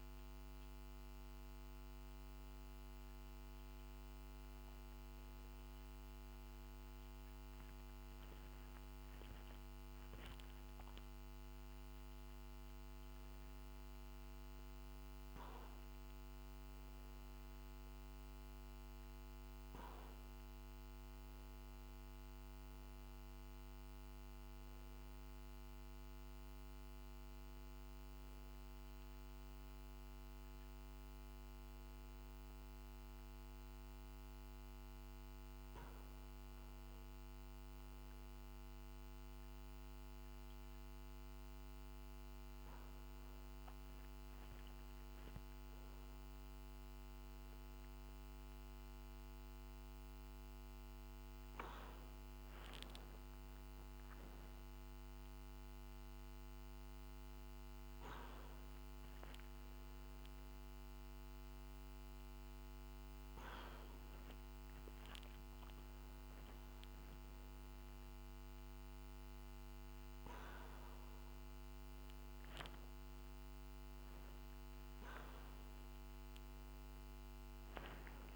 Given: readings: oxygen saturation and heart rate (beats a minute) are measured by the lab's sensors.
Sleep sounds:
a person awake in a sleep study, hard to hear, by a microphone on the trachea; none
none scored
From the record:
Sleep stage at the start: awake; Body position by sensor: upright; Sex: male

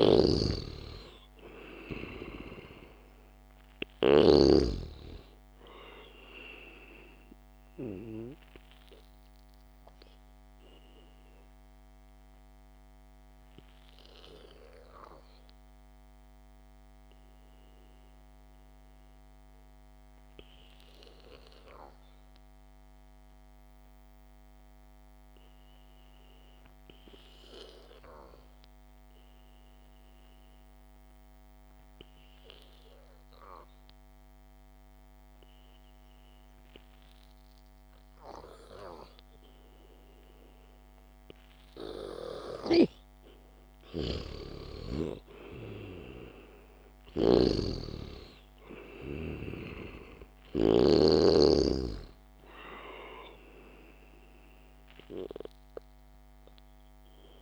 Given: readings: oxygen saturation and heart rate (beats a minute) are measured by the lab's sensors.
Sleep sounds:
breathing in sleep by a microphone on the trachea; 1
0.00-1.00 s: arousal
0.00-4.50 s: snoring (device-marked)
0.00-13.00 s: oxygen desaturation (device-marked, oxygen 93% lowest, heart rate 53 extreme)
11.50-40.00 s: hypopnea (oxygen 98% before, 93% lowest, heart rate 54 before, 50 extreme, up 1 after)
44.00-49.00 s: arousal
44.00-51.00 s: snoring (device-marked)
From the record:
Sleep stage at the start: N2 (light sleep); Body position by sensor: on the back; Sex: male

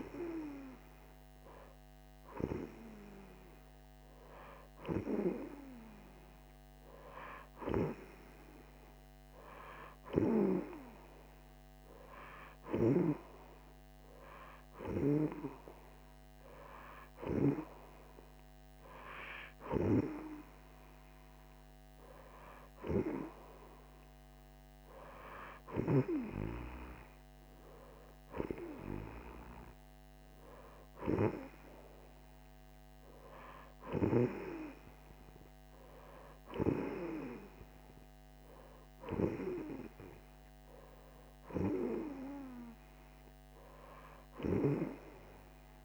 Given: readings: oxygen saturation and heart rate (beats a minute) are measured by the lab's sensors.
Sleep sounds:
breathing in sleep by a microphone on the trachea; none
none scored
From the record:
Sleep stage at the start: N2 (light sleep); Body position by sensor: on the right side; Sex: female

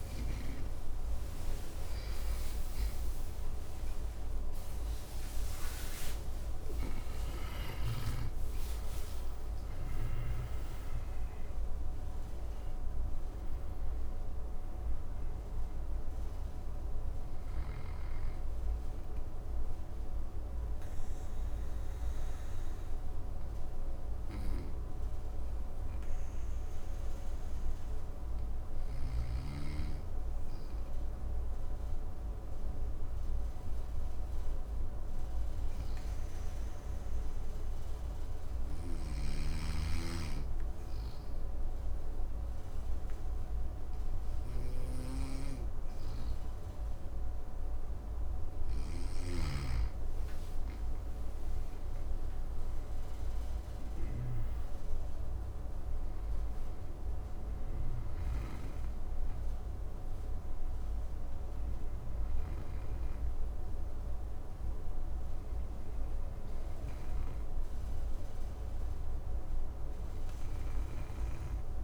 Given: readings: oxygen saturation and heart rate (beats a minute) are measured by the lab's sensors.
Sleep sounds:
breathing in sleep by a room microphone; 1
0.00-6.50 s: arousal
0.00-19.50 s: oxygen desaturation (device-marked, oxygen 92% lowest, heart rate 53 extreme)
21.00-45.50 s: obstructive apnea (oxygen 96% before, 93% lowest, heart rate 93 before, 53 extreme, up 6 after)
48.50-58.00 s: snoring (device-marked)
49.50-55.00 s: arousal
From the record:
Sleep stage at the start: N2 (light sleep); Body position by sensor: on the back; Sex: male

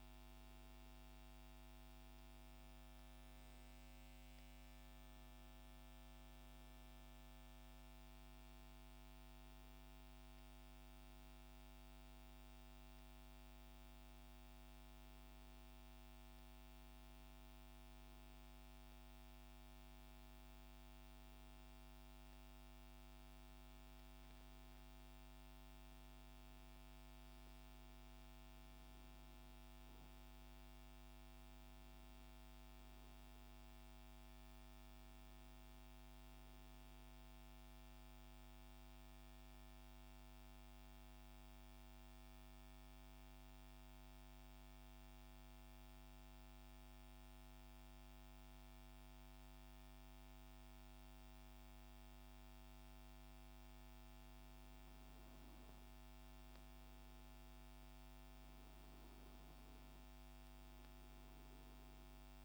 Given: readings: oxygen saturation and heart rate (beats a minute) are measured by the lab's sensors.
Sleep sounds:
breathing in sleep, hard to hear, by a microphone on the trachea; 1
37.00-53.00 s: mixed apnea (oxygen 96% before, 91% lowest, heart rate 72 before, 67 extreme, up 3 after)
37.50-62.45 s: new sleep stage, N2 (light sleep)
53.50-62.45 s: oxygen desaturation (device-marked, oxygen 96% before, 91% lowest, heart rate 70 before, 68 extreme)
54.50-58.00 s: arousal
From the record:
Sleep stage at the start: N1 (lightest sleep); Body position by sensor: on the back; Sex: male

